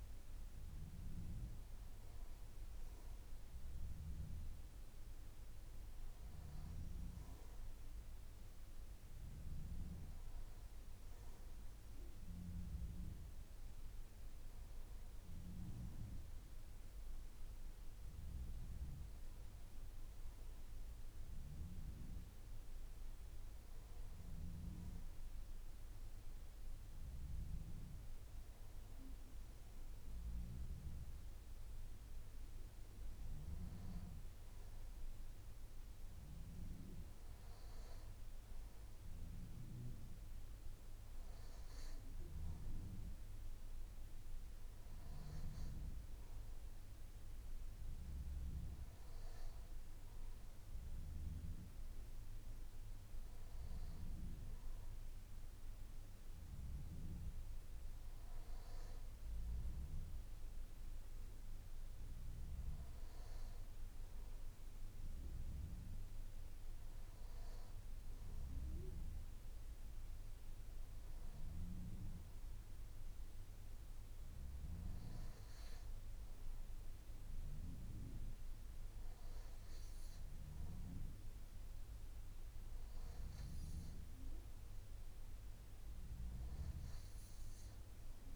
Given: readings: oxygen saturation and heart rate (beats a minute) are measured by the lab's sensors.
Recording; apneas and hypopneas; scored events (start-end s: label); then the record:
breathing in sleep, hard to hear, by a room microphone; none
8.50-88.36 s: new sleep stage, N3 (deep sleep)
From the record:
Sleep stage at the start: N2 (light sleep); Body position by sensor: on the back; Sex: male